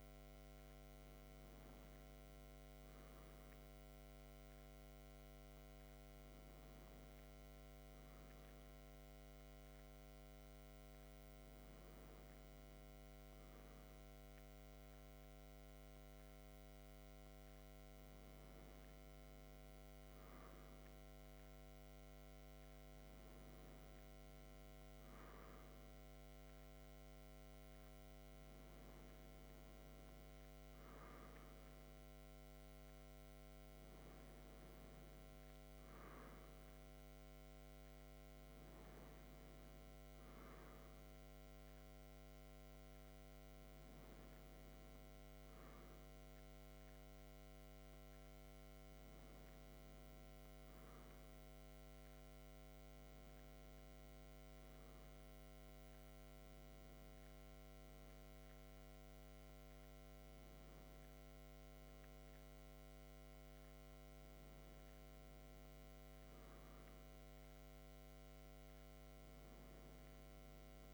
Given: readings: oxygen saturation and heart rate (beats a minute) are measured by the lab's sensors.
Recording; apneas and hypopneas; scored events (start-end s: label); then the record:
breathing in sleep, hard to hear, by a microphone on the trachea; none
none scored
From the record:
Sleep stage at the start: N2 (light sleep); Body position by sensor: on the back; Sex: male